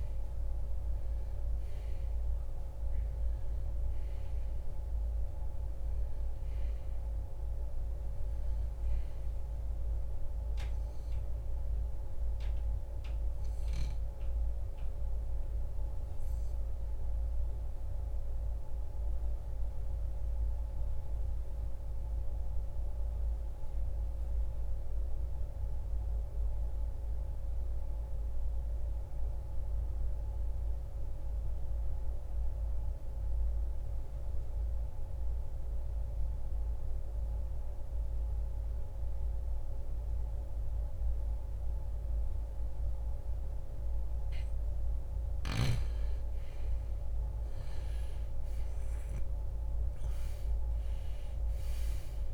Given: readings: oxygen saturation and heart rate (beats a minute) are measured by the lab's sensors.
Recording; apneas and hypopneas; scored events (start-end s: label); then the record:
breathing in sleep, hard to hear, by a room microphone; 1
0.00-26.00 s: oxygen desaturation (device-marked, oxygen 82% lowest, heart rate 54 extreme)
13.00-45.50 s: obstructive apnea (oxygen 96% before, 81% lowest, heart rate 76 before, 54 extreme, up 28 after)
47.00-51.00 s: arousal
47.00-52.34 s: oxygen desaturation (device-marked, oxygen 97% before, 81% lowest, heart rate 67 before, 59 extreme)
From the record:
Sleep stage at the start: N2 (light sleep); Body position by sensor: on the right side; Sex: male